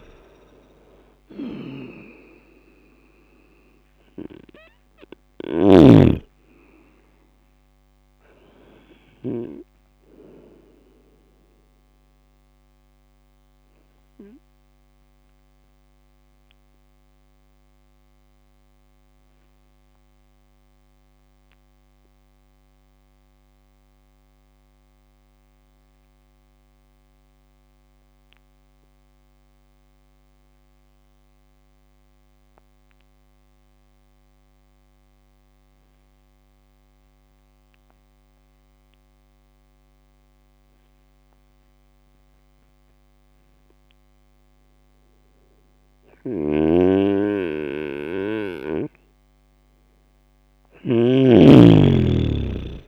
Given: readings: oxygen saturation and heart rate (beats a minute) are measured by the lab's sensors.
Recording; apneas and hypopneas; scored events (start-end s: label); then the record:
breathing in sleep by a microphone on the trachea; 1
0.00-5.50 s: snoring (device-marked)
12.50-45.50 s: obstructive apnea (oxygen 99% before, 95% lowest)
46.00-51.00 s: snoring (device-marked)
From the record:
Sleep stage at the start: N2 (light sleep); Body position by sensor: on the right side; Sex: male